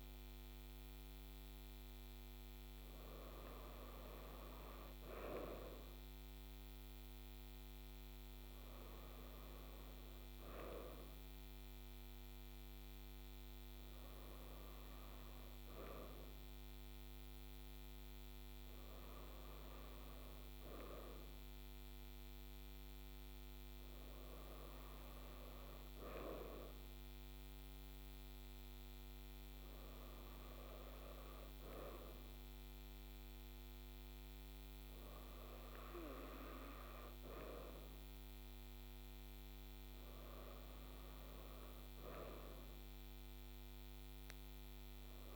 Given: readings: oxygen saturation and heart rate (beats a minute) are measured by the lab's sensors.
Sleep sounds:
breathing in sleep by a microphone on the trachea; none
none scored
From the record:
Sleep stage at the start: N2 (light sleep); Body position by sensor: on the right side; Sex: female

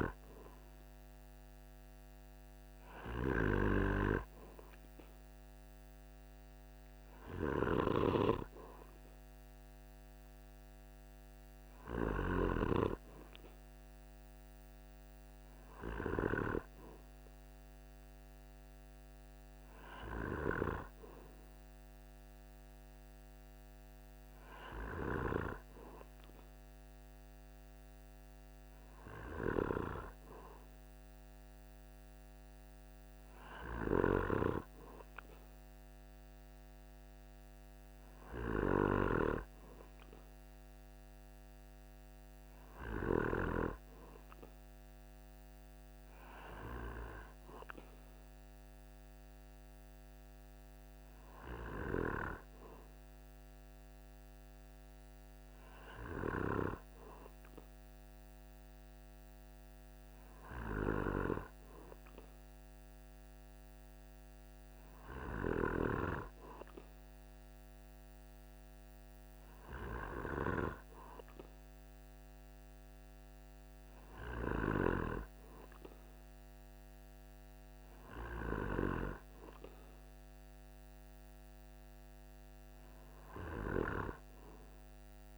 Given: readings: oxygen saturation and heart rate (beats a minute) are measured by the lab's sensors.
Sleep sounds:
breathing in sleep by a microphone on the trachea; none
7.00-12.00 s: snoring (device-marked)
From the record:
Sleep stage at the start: N2 (light sleep); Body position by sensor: on the back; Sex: male

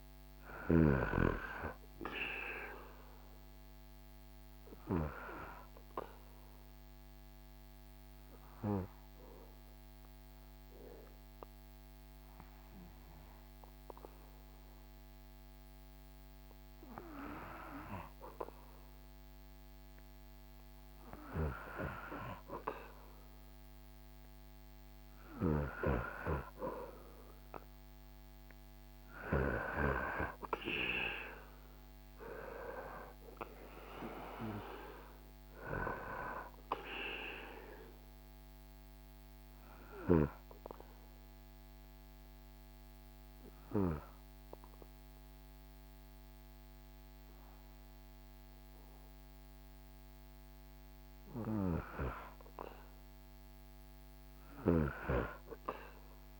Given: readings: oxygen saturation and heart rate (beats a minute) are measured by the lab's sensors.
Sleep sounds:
breathing in sleep by a microphone on the trachea; 2
0.00-18.00 s: oxygen desaturation (device-marked, oxygen 94% lowest, heart rate 68 extreme)
3.00-21.00 s: obstructive apnea (oxygen 98% before, 94% lowest, heart rate 72 before, 68 extreme, up 2 after)
23.50-28.50 s: arousal
24.50-28.50 s: snoring (device-marked)
37.00-51.50 s: obstructive apnea (oxygen 98% before, 94% lowest, heart rate 73 before, 68 extreme, up 10 after)
53.50-56.40 s: snoring (device-marked)
54.50-56.40 s: arousal
From the record:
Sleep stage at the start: N2 (light sleep); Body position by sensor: on the back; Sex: male

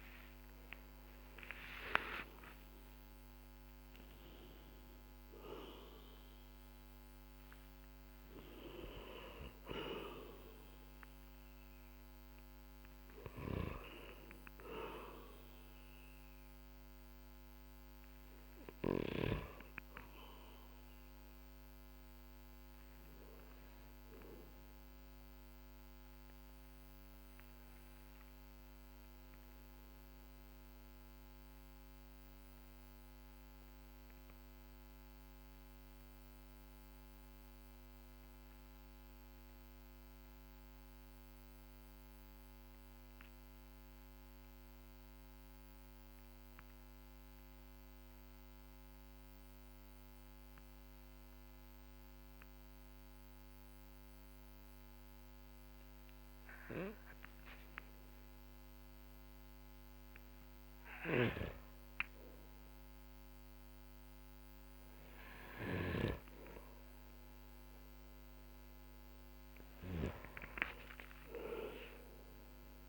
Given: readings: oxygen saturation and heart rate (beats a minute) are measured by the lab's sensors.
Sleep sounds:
breathing in sleep by a microphone on the trachea; 1
0.00-4.50 s: arousal
0.00-14.50 s: oxygen desaturation (device-marked, oxygen 95% lowest, heart rate 44 extreme)
22.50-60.50 s: obstructive apnea (oxygen 97% before, 92% lowest, heart rate 52 before, 46 extreme, up 4 after)
56.50-72.89 s: oxygen desaturation (device-marked, oxygen 99% before, 92% lowest, heart rate 54 before, 42 extreme)
63.00-68.50 s: arousal
From the record:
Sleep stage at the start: N2 (light sleep); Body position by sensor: on the back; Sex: male

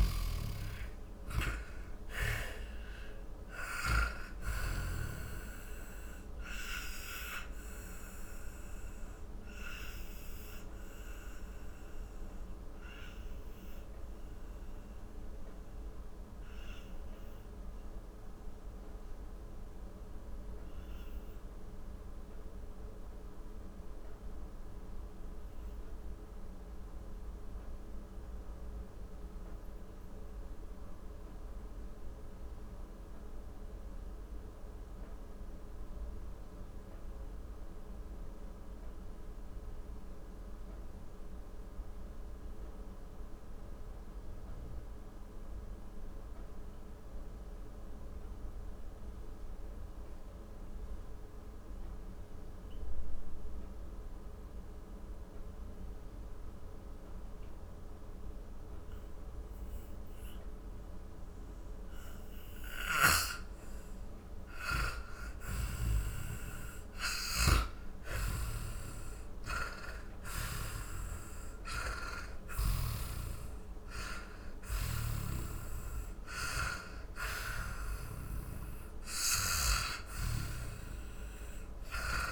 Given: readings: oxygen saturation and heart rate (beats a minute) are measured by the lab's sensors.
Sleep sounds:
breathing in sleep by a room microphone; 1
0.00-31.50 s: oxygen desaturation (device-marked, oxygen 81% lowest, heart rate 42 extreme)
6.00-64.50 s: mixed apnea (oxygen 96% before, 81% lowest, heart rate 65 before, 42 extreme, up 22 after)
53.50-82.32 s: oxygen desaturation (device-marked, oxygen 98% before, 82% lowest, heart rate 56 before, 40 extreme)
62.50-75.00 s: snoring (device-marked)
65.50-70.50 s: arousal
77.00-82.32 s: snoring (device-marked)
From the record:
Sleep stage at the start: N2 (light sleep); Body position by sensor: on the back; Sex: male

